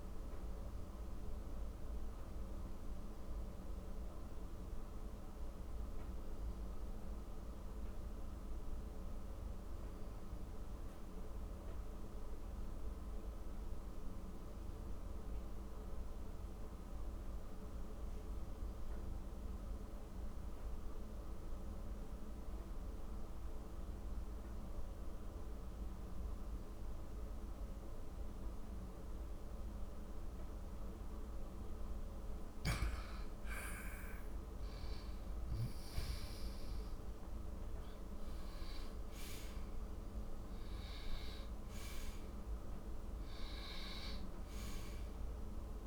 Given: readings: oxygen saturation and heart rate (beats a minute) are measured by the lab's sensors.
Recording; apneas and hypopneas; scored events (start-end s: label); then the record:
breathing in sleep, hard to hear, by a room microphone; 1
1.50-32.00 s: mixed apnea (oxygen 97% before, 91% lowest, heart rate 60 before, 46 extreme, up 7 after)
33.50-37.00 s: arousal
44.00-45.87 s: oxygen desaturation (device-marked, oxygen 97% before, 91% lowest, heart rate 64 before, 46 extreme)
From the record:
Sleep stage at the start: N2 (light sleep); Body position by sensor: on the back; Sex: male